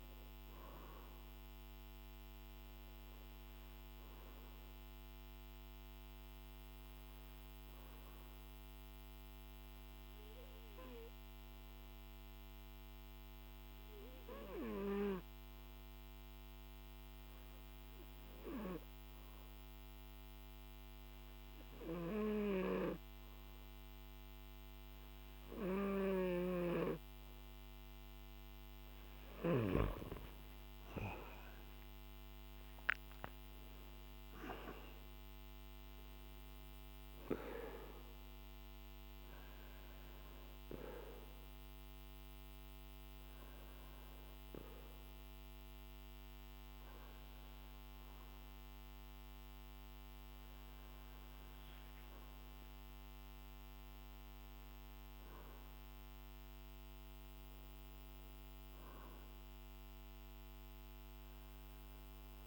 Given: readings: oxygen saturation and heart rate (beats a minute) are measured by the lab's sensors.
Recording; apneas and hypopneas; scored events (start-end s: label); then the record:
breathing in sleep by a microphone on the trachea; 1
7.00-26.00 s: hypopnea (oxygen 95% before, 93% lowest, heart rate 50 before, 49 extreme, up 19 after)
30.00-33.50 s: arousal
From the record:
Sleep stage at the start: N2 (light sleep); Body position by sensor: on the back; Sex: male